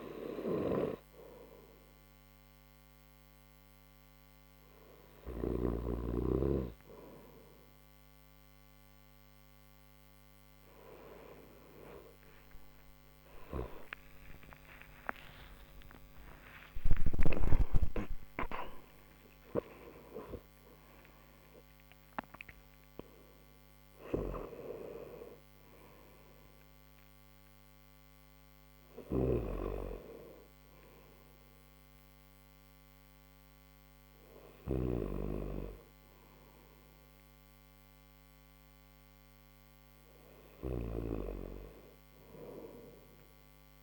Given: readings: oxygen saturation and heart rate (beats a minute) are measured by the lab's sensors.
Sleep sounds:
breathing in sleep by a microphone on the trachea; none
28.00-40.00 s: snoring (device-marked)
From the record:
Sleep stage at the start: N1 (lightest sleep); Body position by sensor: upright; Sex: male

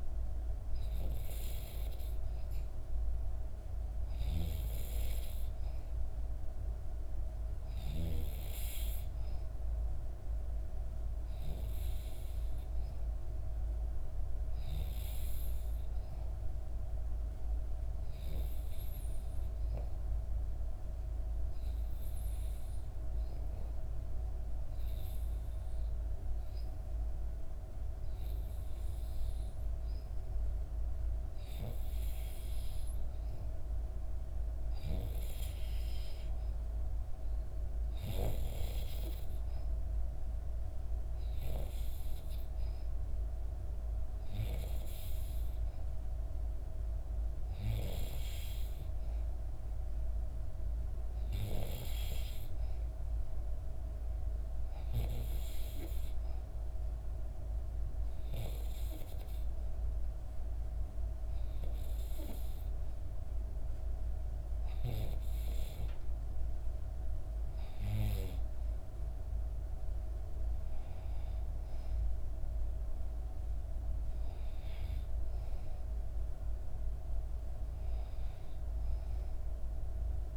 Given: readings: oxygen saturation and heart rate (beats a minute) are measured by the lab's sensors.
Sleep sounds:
breathing in sleep by a room microphone; 1
11.00-14.00 s: arousal
16.50-32.50 s: obstructive apnea (oxygen 94% before, 90% lowest, heart rate 61 before, 60 extreme, up 0 after)
34.50-37.00 s: arousal
40.00-55.00 s: oxygen desaturation (device-marked, oxygen 94% before, 90% lowest, heart rate 61 before, 60 extreme)
From the record:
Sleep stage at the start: N2 (light sleep); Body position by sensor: on the back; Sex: female

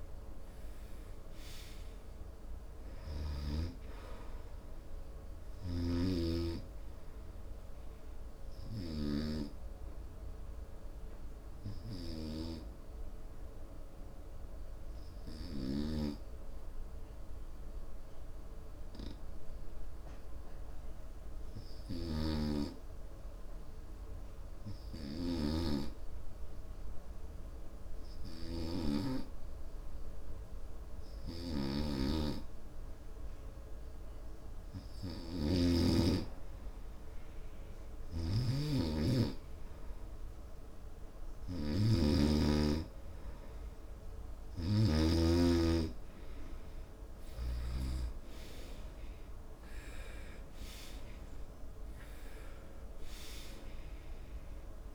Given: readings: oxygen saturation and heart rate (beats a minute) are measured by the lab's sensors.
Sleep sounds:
breathing in sleep by a room microphone; 1
10.00-33.50 s: hypopnea (oxygen 95% before, 89% lowest, heart rate 78 before, 64 extreme, up 4 after)
36.00-39.50 s: arousal
42.00-45.50 s: snoring (device-marked)
44.50-54.95 s: oxygen desaturation (device-marked, oxygen 97% before, 89% lowest, heart rate 67 before, 64 extreme)
From the record:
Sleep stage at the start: N2 (light sleep); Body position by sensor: on the right side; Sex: male

